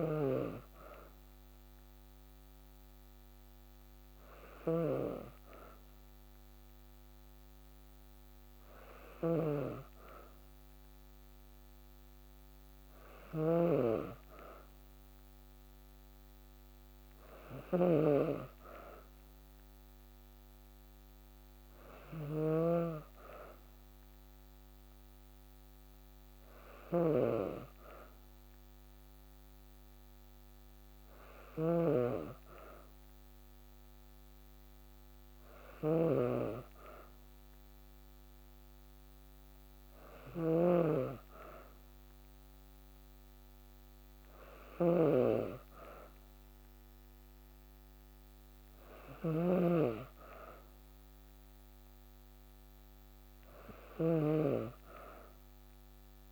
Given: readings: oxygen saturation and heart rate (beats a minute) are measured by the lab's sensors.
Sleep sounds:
breathing in sleep by a microphone on the trachea; none
0.00-56.32 s: snoring (device-marked)
From the record:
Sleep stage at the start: N2 (light sleep); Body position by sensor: on the back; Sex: female

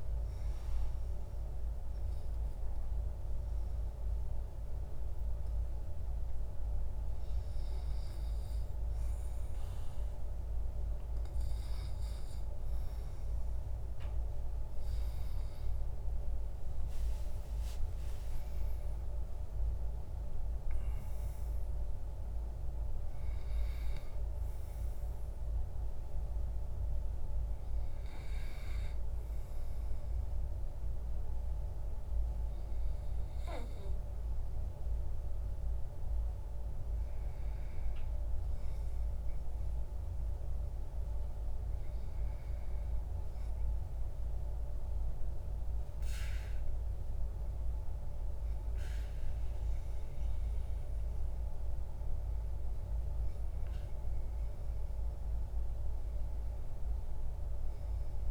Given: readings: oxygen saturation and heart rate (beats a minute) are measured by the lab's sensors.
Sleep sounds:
breathing in sleep, hard to hear, by a room microphone; none
10.00-28.00 s: oxygen desaturation (device-marked, oxygen 97% before, 94% lowest, heart rate 65 before, 59 extreme)
14.00-20.50 s: arousal
From the record:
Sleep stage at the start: REM sleep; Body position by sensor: on the back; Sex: male

